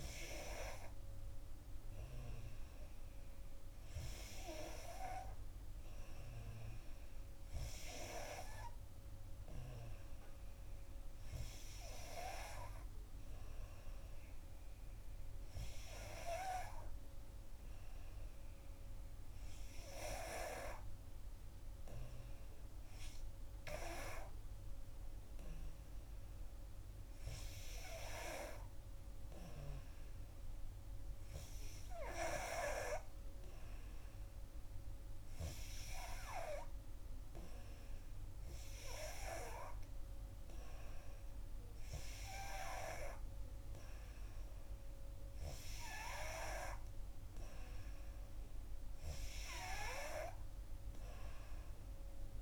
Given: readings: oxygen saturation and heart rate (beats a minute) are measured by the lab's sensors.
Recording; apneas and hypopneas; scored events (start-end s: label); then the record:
breathing in sleep by a room microphone; none
none scored
From the record:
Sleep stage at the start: N2 (light sleep); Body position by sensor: on the back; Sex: female